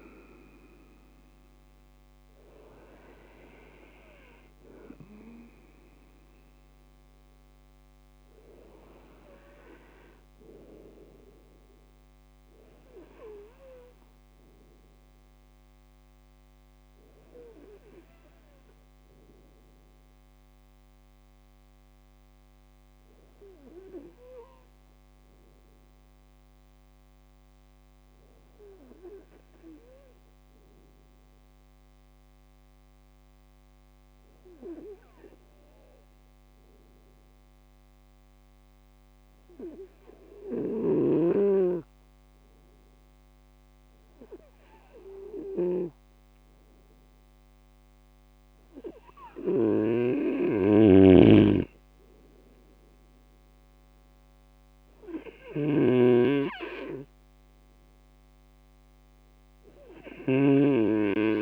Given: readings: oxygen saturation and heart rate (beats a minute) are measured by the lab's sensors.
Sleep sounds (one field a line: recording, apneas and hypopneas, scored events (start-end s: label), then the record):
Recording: breathing in sleep by a microphone on the trachea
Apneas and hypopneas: 1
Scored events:
21.00-48.50 s: hypopnea (oxygen 98% before, 95% lowest, heart rate 57 before, 60 extreme, up 3 after)
49.50-61.42 s: snoring (device-marked)
52.00-55.00 s: arousal
From the record:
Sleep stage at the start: N2 (light sleep)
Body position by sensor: on the right side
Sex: male